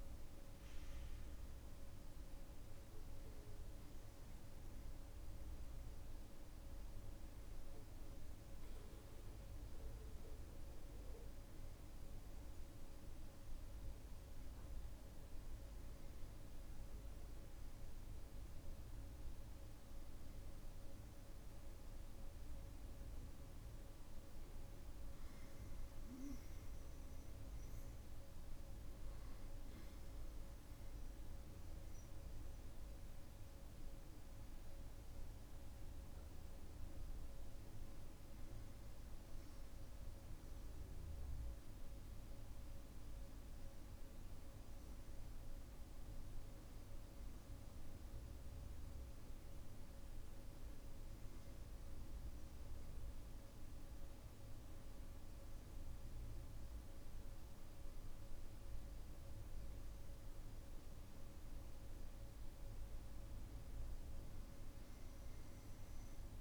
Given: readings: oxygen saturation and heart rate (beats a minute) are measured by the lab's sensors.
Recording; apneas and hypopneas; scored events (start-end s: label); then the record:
breathing in sleep, hard to hear, by a room microphone; none
none scored
From the record:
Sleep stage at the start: N2 (light sleep); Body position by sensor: on the back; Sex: male